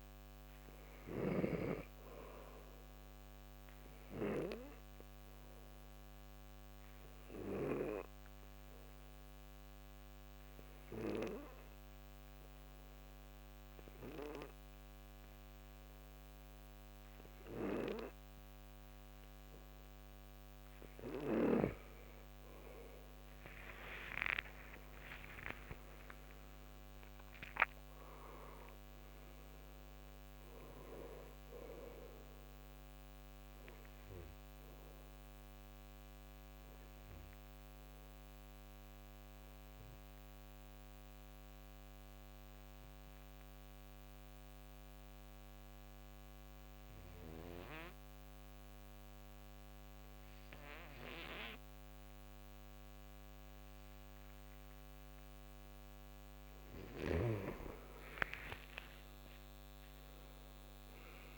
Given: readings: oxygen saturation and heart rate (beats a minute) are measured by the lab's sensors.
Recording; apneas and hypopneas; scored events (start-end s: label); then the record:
breathing in sleep by a microphone on the trachea; 2
0.00-2.00 s: arousal
1.00-15.00 s: oxygen desaturation (device-marked, oxygen 96% before, 90% lowest, heart rate 63 before, 58 extreme)
7.50-22.00 s: obstructive apnea (oxygen 96% before, 84% lowest, heart rate 63 before, 57 extreme, up 52 after)
22.00-44.00 s: oxygen desaturation (device-marked, oxygen 93% before, 87% lowest, heart rate 65 before, 57 extreme)
23.50-28.50 s: arousal
38.00-55.50 s: obstructive apnea (oxygen 93% before, 83% lowest, heart rate 83 before, 60 extreme, up 19 after)
53.00-61.38 s: oxygen desaturation (device-marked, oxygen 97% before, 84% lowest, heart rate 63 before, 60 extreme)
57.00-61.38 s: snoring (device-marked)
58.00-61.38 s: arousal
From the record:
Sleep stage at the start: N2 (light sleep); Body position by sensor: on the back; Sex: male